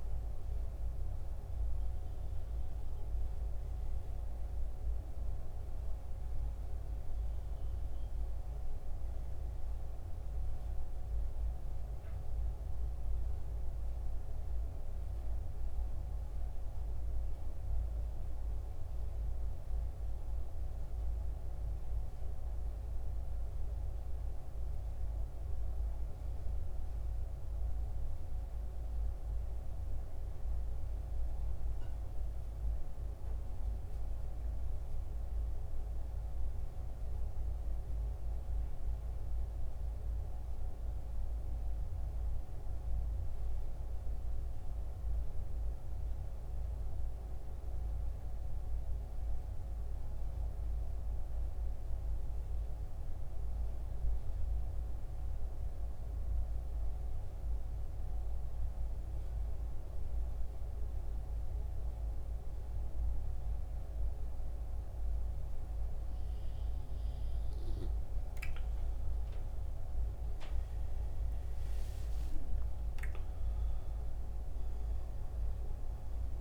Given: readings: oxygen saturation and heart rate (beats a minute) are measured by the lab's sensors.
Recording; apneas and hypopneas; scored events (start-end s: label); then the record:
breathing in sleep, hard to hear, by a room microphone; 2
1.50-76.41 s: new sleep stage, N2 (light sleep)
18.50-29.00 s: central apnea (oxygen 93% before, 85% lowest, heart rate 74 before, 65 extreme, up 9 after)
32.00-36.00 s: arousal
39.50-52.50 s: oxygen desaturation (device-marked, oxygen 94% before, 90% lowest, heart rate 69 before, 67 extreme)
47.00-65.50 s: central apnea (oxygen 94% before, 84% lowest, heart rate 71 before, 67 extreme, up 11 after)
67.50-72.00 s: arousal
70.50-76.41 s: oxygen desaturation (device-marked, oxygen 92% before, 84% lowest, heart rate 68 before, 72 extreme)
From the record:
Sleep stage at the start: N1 (lightest sleep); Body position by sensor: on the back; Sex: male